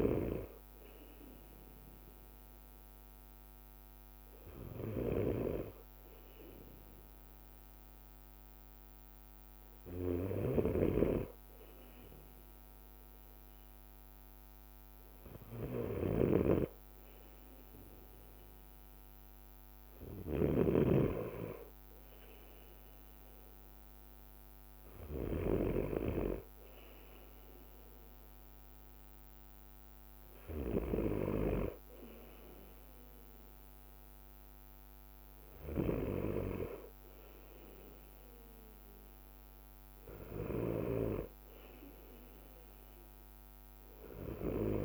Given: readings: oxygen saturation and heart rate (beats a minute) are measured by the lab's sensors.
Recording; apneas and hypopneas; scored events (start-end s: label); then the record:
breathing in sleep by a microphone on the trachea; none
10.50-21.00 s: snoring (device-marked)
From the record:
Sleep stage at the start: N2 (light sleep); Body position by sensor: on the right side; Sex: male